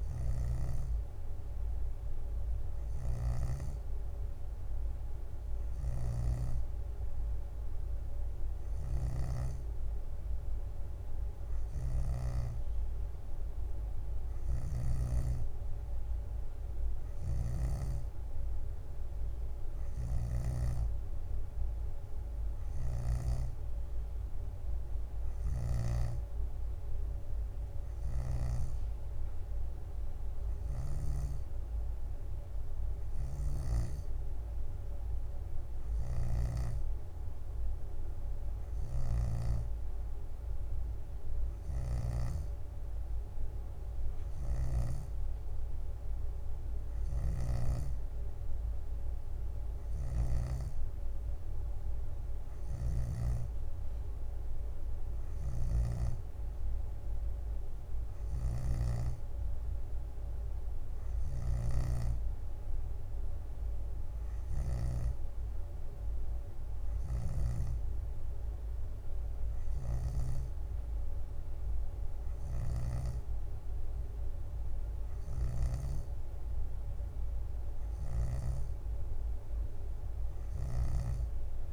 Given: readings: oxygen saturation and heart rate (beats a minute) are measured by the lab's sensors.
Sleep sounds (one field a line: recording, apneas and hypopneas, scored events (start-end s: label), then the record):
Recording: breathing in sleep by a room microphone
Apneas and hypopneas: none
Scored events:
0.00-4.50 s: leg movement (device-marked)
0.00-12.50 s: snoring (device-marked)
17.00-18.50 s: leg movement (device-marked)
17.00-23.50 s: snoring (device-marked)
19.50-21.50 s: leg movement (device-marked)
28.00-31.50 s: snoring (device-marked)
35.50-40.00 s: leg movement (device-marked)
36.00-39.50 s: snoring (device-marked)
41.50-45.00 s: snoring (device-marked)
47.00-53.50 s: snoring (device-marked)
50.00-51.50 s: leg movement (device-marked)
55.50-65.00 s: snoring (device-marked)
58.00-59.00 s: leg movement (device-marked)
61.00-68.00 s: leg movement (device-marked)
67.00-76.00 s: snoring (device-marked)
From the record:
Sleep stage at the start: N2 (light sleep)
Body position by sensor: on the back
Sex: female